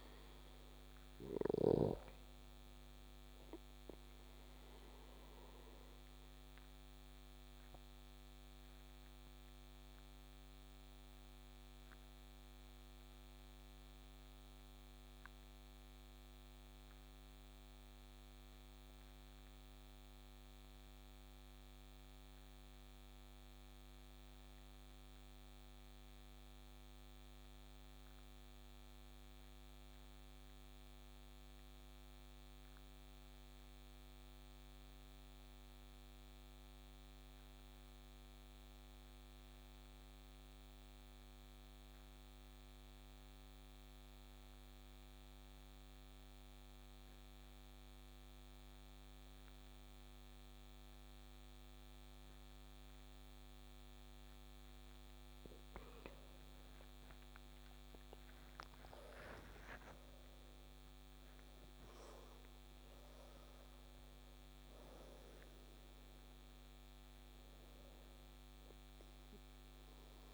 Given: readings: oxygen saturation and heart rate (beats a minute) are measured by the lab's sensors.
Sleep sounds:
breathing in sleep, hard to hear, by a microphone on the trachea; 1
0.00-20.50 s: oxygen desaturation (device-marked, oxygen 90% lowest, heart rate 35 extreme)
6.50-54.50 s: obstructive apnea (oxygen 97% before, 88% lowest, heart rate 45 before, 33 extreme, up 13 after)
41.50-70.34 s: oxygen desaturation (device-marked, oxygen 97% before, 88% lowest, heart rate 41 before, 33 extreme)
56.00-60.00 s: arousal
From the record:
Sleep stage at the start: N2 (light sleep); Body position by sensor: on the back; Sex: male

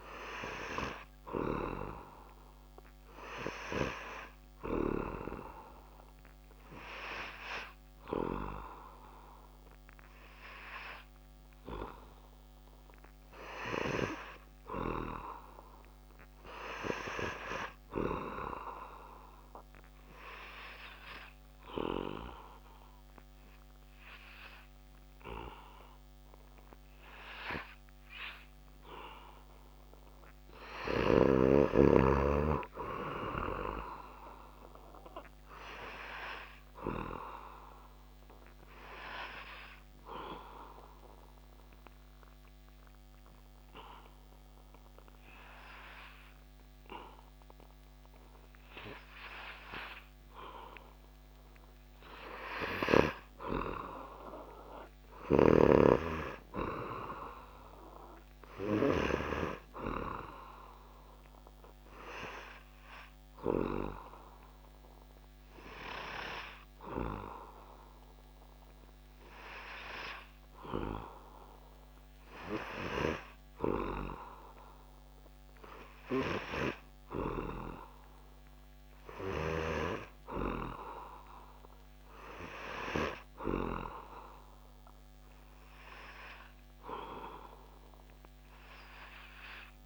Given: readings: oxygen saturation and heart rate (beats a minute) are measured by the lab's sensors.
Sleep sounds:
breathing in sleep by a microphone on the trachea; 3
19.00-30.50 s: obstructive apnea (oxygen 98% before, 95% lowest)
32.50-35.00 s: arousal
39.50-51.50 s: obstructive apnea (oxygen 98% before, 95% lowest)
54.50-58.50 s: arousal
64.00-74.50 s: hypopnea (oxygen 98% before, 96% lowest)
76.50-80.00 s: arousal
From the record:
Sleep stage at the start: N3 (deep sleep); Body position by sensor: on the back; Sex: male

